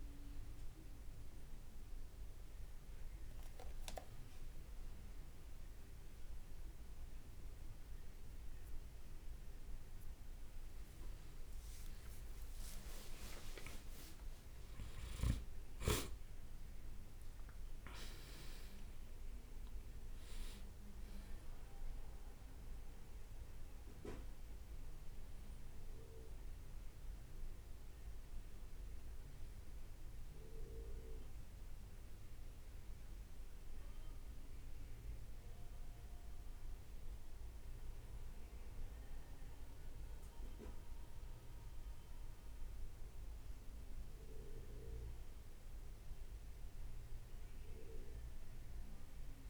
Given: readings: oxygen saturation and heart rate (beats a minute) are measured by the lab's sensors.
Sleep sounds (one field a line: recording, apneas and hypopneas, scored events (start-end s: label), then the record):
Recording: a person awake in a sleep study, by a room microphone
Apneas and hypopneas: none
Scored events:
13.50-17.50 s: leg movement (device-marked)
28.50-49.50 s: new sleep stage, N1 (lightest sleep)
From the record:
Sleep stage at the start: awake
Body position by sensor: on the right side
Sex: male